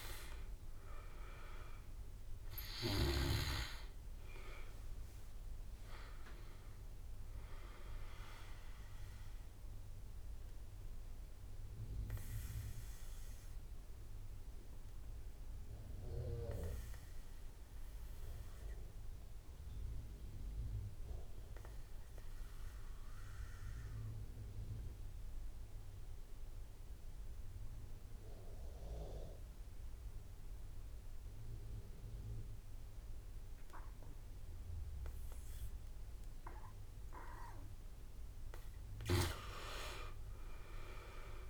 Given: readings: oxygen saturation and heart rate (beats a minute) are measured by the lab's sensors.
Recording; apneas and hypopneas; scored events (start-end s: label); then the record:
breathing in sleep by a room microphone; 1
0.00-14.50 s: drop in pulse transit time (device-marked, heart rate 50 extreme)
0.00-14.50 s: oxygen desaturation (device-marked, oxygen 87% lowest, heart rate 49 extreme)
9.00-37.00 s: obstructive apnea (oxygen 99% before, 85% lowest, heart rate 62 before, 48 extreme, up 13 after)
32.50-41.50 s: oxygen desaturation (device-marked, oxygen 99% before, 85% lowest, heart rate 53 before, 48 extreme)
39.50-41.50 s: arousal
From the record:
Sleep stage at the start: N2 (light sleep); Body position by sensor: on the back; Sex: male